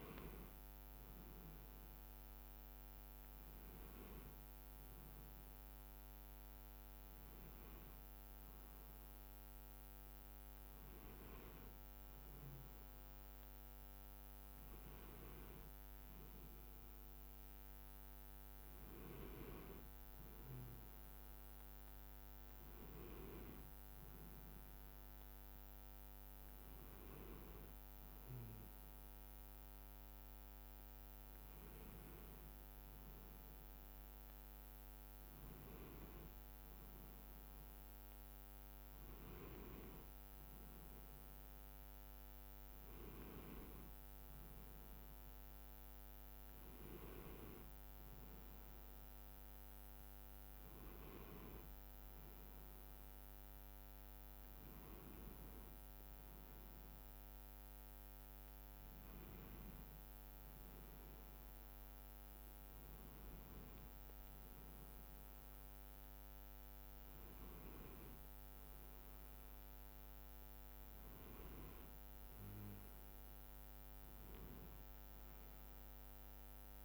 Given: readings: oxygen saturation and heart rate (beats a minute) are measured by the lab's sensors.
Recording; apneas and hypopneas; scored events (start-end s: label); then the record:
a person awake in a sleep study, by a microphone on the trachea; none
none scored
From the record:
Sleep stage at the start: awake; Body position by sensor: on the back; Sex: male